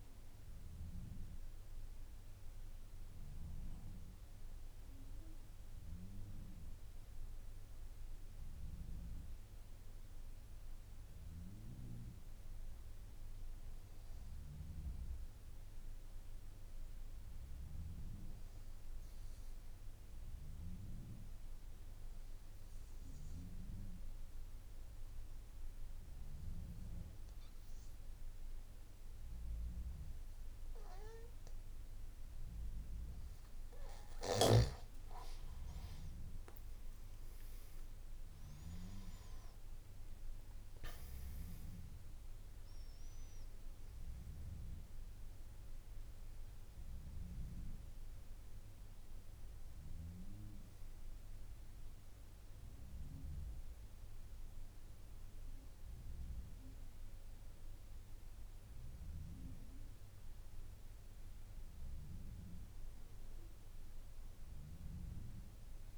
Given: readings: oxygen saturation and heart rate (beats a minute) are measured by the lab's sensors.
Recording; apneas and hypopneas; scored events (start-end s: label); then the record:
breathing in sleep by a room microphone; 1
0.00-14.50 s: oxygen desaturation (device-marked, oxygen 93% lowest, heart rate 52 extreme)
8.00-33.00 s: obstructive apnea (oxygen 98% before, 92% lowest, heart rate 56 before, 55 extreme, up 12 after)
30.50-53.50 s: oxygen desaturation (device-marked, oxygen 98% before, 92% lowest, heart rate 55 before, 54 extreme)
From the record:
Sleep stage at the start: N1 (lightest sleep); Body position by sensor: on the back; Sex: male